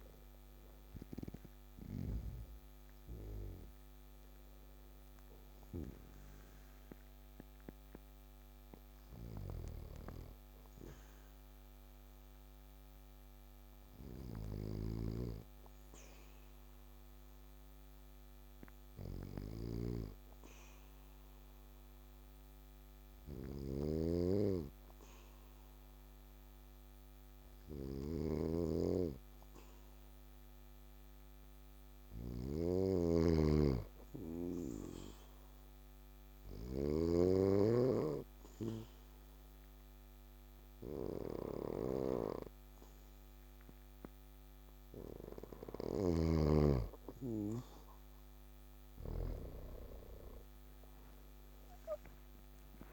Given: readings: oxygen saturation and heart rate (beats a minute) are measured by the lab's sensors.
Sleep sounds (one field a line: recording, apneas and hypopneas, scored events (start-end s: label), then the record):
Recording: breathing in sleep by a microphone on the trachea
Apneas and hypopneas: 1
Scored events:
12.50-45.00 s: hypopnea (oxygen 99% before, 95% lowest, heart rate 71 before, 58 extreme, up 6 after)
14.50-33.00 s: snoring (device-marked)
From the record:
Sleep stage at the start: N2 (light sleep)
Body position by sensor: on the back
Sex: male